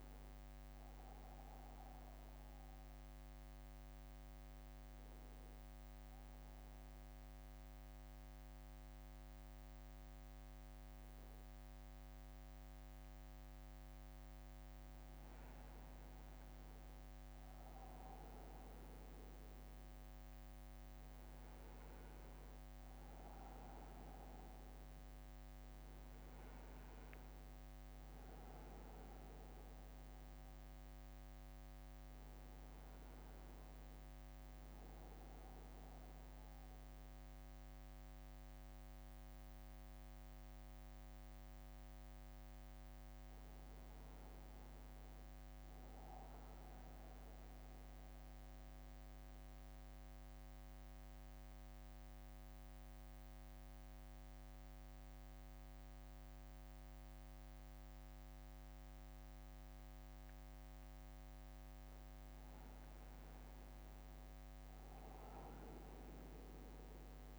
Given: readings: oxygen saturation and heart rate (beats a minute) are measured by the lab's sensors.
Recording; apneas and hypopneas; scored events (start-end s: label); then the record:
breathing in sleep, hard to hear, by a microphone on the trachea; 2
4.00-15.00 s: mixed apnea (oxygen 96% before, 93% lowest, heart rate 65 before, 63 extreme, up 4 after)
16.50-20.00 s: arousal
48.00-60.50 s: central apnea (oxygen 96% before, 93% lowest, heart rate 64 before, 56 extreme, up 4 after)
52.00-67.39 s: new sleep stage, N2 (light sleep)
63.00-66.50 s: arousal
From the record:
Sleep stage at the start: N1 (lightest sleep); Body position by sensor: on the front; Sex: male